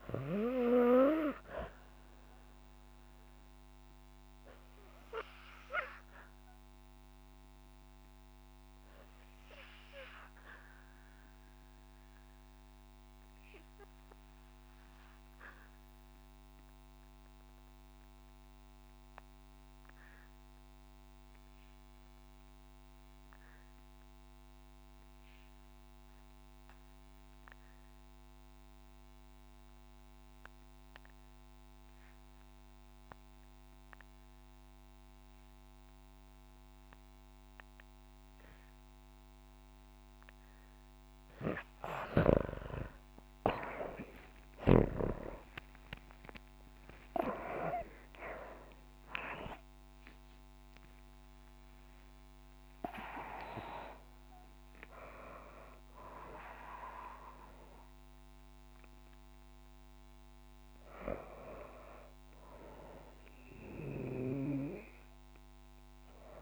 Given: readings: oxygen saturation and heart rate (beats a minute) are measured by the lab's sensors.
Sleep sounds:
breathing in sleep by a microphone on the trachea; 1
0.00-15.50 s: oxygen desaturation (device-marked, oxygen 86% lowest, heart rate 52 extreme)
2.00-40.00 s: obstructive apnea (oxygen 99% before, 78% lowest, heart rate 58 before, 51 extreme, up 18 after)
31.50-66.42 s: oxygen desaturation (device-marked, oxygen 98% before, 78% lowest, heart rate 59 before, 51 extreme)
43.00-47.50 s: arousal
From the record:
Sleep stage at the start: REM sleep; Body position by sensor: on the back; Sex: female

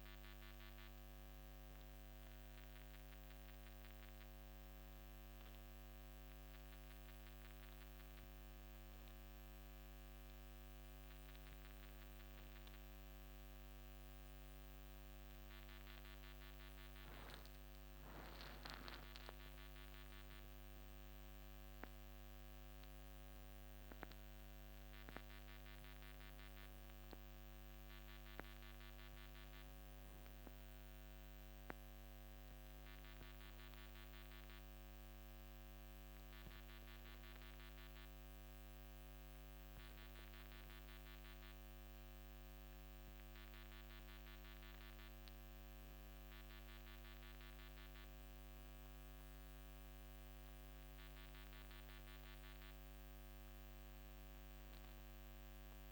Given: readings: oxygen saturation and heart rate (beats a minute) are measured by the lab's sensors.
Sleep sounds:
a person awake in a sleep study, hard to hear, by a microphone on the trachea; none
none scored
From the record:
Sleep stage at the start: awake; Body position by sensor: on the back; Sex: male

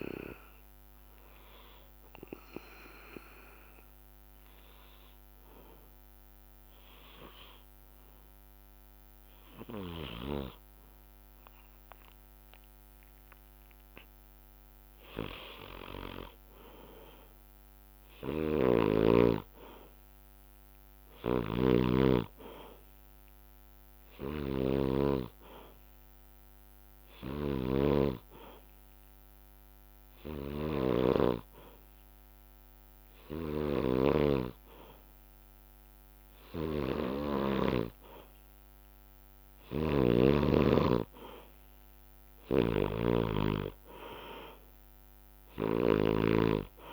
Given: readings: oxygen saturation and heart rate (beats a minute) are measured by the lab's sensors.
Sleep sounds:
breathing in sleep by a microphone on the trachea; 1
1.00-12.00 s: hypopnea (oxygen 96% before, 93% lowest, heart rate 65 before, 61 extreme, up 11 after)
11.50-23.50 s: drop in pulse transit time (device-marked, heart rate 66 before, 63 extreme)
15.50-19.00 s: arousal
18.00-27.50 s: snoring (device-marked)
33.50-46.93 s: snoring (device-marked)
From the record:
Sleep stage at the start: N2 (light sleep); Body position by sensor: on the back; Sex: male

